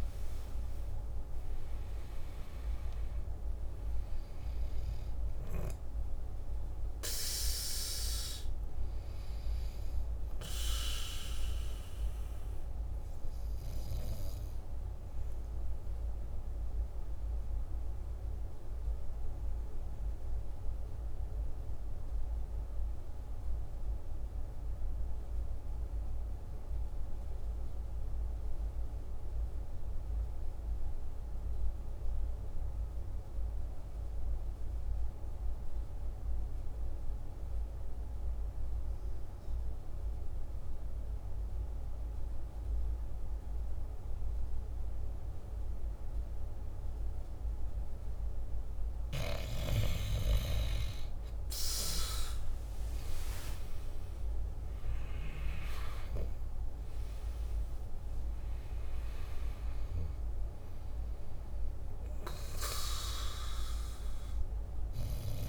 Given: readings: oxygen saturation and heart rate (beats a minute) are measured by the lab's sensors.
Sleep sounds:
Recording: breathing in sleep by a room microphone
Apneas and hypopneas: 1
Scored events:
0.00-24.50 s: oxygen desaturation (device-marked, oxygen 92% lowest, heart rate 47 extreme)
22.50-47.50 s: obstructive apnea (oxygen 97% before, 87% lowest, heart rate 51 before, 47 extreme, up 10 after)
38.50-65.49 s: oxygen desaturation (device-marked, oxygen 99% before, 87% lowest, heart rate 48 before, 47 extreme)
50.50-54.00 s: arousal
From the record:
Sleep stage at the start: N2 (light sleep)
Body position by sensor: on the back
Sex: male

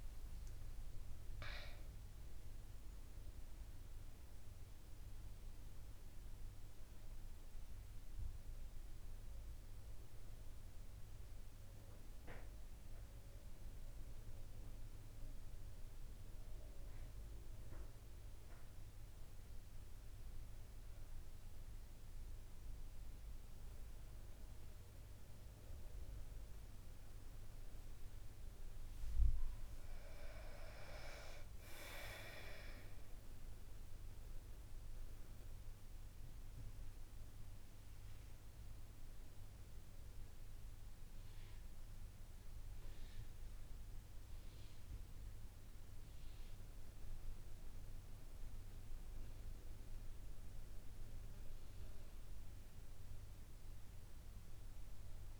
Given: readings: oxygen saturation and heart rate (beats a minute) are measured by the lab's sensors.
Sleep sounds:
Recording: breathing in sleep by a room microphone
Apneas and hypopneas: 1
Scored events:
34.50-46.50 s: hypopnea (oxygen 98% before, 94% lowest, heart rate 73 before, 71 extreme, up 3 after)
48.50-52.50 s: arousal
From the record:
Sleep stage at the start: N1 (lightest sleep)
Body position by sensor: on the back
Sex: female

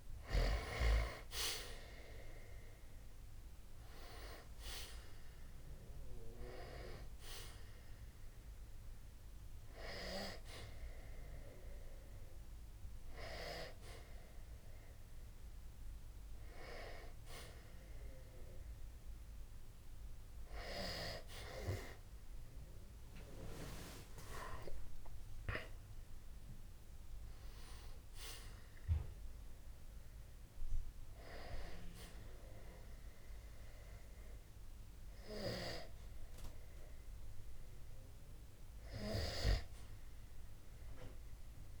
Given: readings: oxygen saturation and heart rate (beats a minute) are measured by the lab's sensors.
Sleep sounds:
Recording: breathing in sleep by a room microphone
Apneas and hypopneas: none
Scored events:
0.00-14.50 s: oxygen desaturation (device-marked, oxygen 91% lowest, heart rate 60 extreme)
From the record:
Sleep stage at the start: N2 (light sleep)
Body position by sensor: on the back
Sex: male

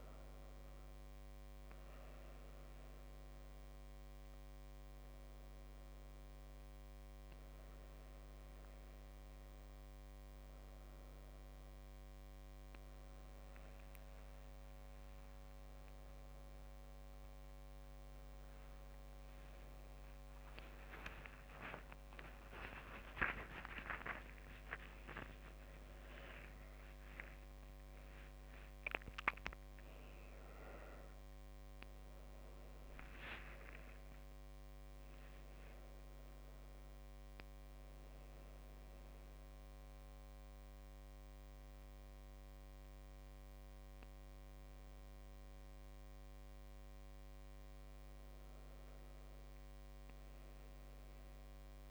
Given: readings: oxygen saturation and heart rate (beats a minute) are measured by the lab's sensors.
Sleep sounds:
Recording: a person awake in a sleep study, by a microphone on the trachea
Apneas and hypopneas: none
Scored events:
0.00-10.00 s: oxygen desaturation (device-marked, oxygen 96% lowest, heart rate 75 extreme)
0.00-12.00 s: drop in pulse transit time (device-marked, heart rate 83 before, 77 extreme)
20.00-27.00 s: tachycardia (device-marked, heart rate 85 before, 119 extreme)
22.00-24.00 s: long interval between heartbeats (device-marked, heart rate 80 before, 93 extreme)
24.00-36.00 s: drop in pulse transit time (device-marked, heart rate 81 before, 86 extreme)
24.50-26.50 s: long interval between heartbeats (device-marked, heart rate 81 before, 116 extreme)
From the record:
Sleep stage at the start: awake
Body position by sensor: on the back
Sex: female

